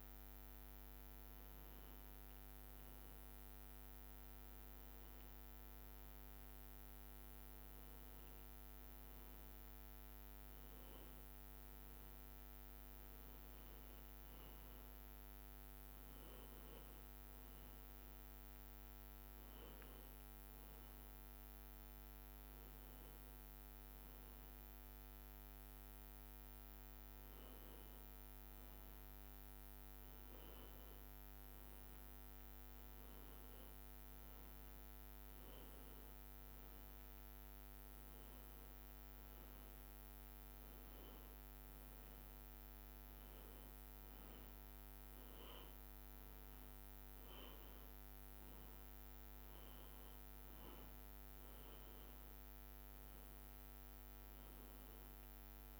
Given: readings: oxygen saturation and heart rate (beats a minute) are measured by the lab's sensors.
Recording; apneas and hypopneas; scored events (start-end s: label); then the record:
breathing in sleep, hard to hear, by a microphone on the trachea; none
none scored
From the record:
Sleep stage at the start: N1 (lightest sleep); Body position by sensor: on the back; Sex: male